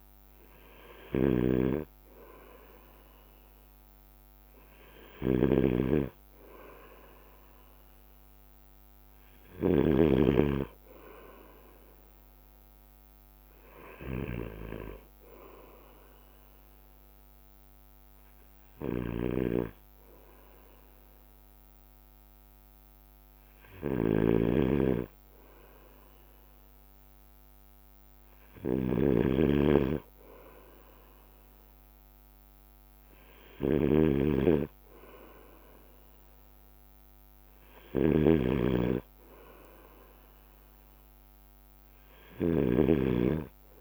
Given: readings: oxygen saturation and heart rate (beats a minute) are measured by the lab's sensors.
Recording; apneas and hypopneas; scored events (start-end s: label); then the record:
breathing in sleep by a microphone on the trachea; none
0.00-5.00 s: drop in pulse transit time (device-marked, heart rate 56 extreme)
0.00-43.81 s: bradycardia (device-marked, heart rate 55 extreme)
1.00-43.81 s: snoring (device-marked)
From the record:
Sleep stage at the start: N2 (light sleep); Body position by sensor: on the right side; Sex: male